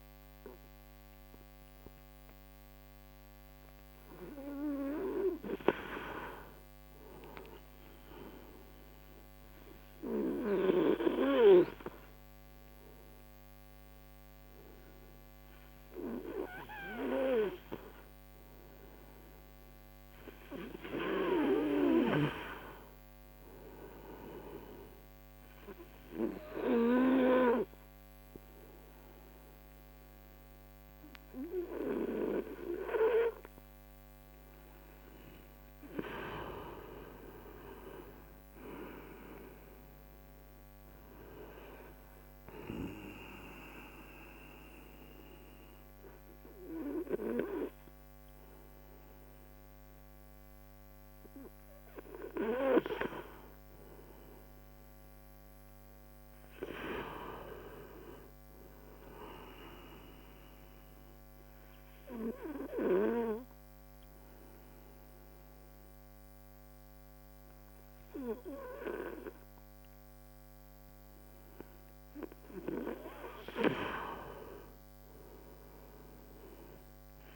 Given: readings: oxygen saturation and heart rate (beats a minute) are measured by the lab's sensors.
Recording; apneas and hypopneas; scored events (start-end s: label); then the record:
breathing in sleep by a microphone on the trachea; 4
0.00-7.00 s: oxygen desaturation (device-marked, oxygen 91% lowest)
7.50-19.00 s: hypopnea (oxygen 96% before, 89% lowest)
16.00-21.00 s: oxygen desaturation (device-marked, oxygen 96% before, 93% lowest)
20.50-23.00 s: arousal
25.50-35.50 s: obstructive apnea (oxygen 96% before, 89% lowest)
26.00-39.00 s: oxygen desaturation (device-marked, oxygen 94% before, 91% lowest)
37.00-40.00 s: arousal
42.50-53.50 s: obstructive apnea (oxygen 96% before, 89% lowest)
46.00-61.00 s: oxygen desaturation (device-marked, oxygen 95% before, 89% lowest)
55.50-59.00 s: arousal
61.50-72.50 s: obstructive apnea (oxygen 95% before, 85% lowest)
74.50-77.36 s: arousal
From the record:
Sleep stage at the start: N2 (light sleep); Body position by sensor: on the front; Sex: male